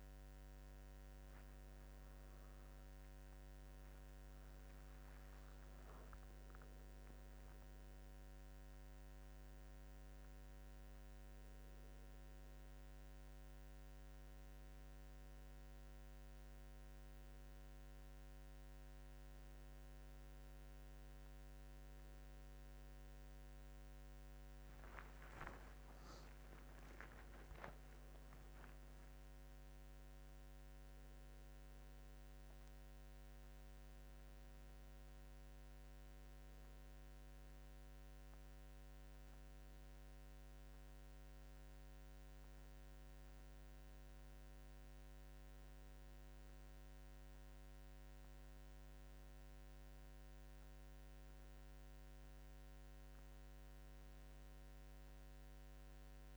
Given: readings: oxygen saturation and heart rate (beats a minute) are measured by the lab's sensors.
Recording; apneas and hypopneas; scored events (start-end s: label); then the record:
a person partly awake in a sleep study, hard to hear, by a microphone on the trachea; none
8.00-56.37 s: new sleep stage, N1 (lightest sleep)
From the record:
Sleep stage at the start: awake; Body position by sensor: on the back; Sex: male